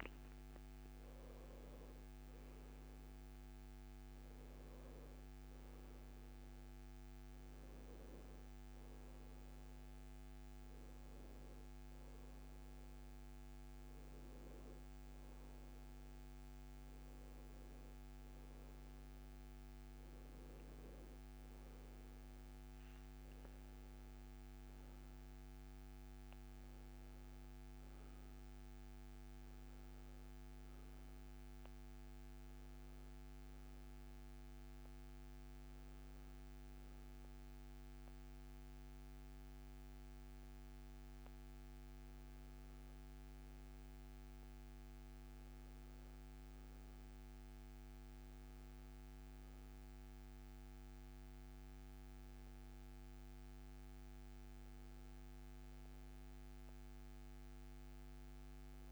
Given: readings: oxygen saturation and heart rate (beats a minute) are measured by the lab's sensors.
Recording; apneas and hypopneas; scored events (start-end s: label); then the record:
breathing in sleep, hard to hear, by a microphone on the trachea; none
none scored
From the record:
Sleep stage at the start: N1 (lightest sleep); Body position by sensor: on the back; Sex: male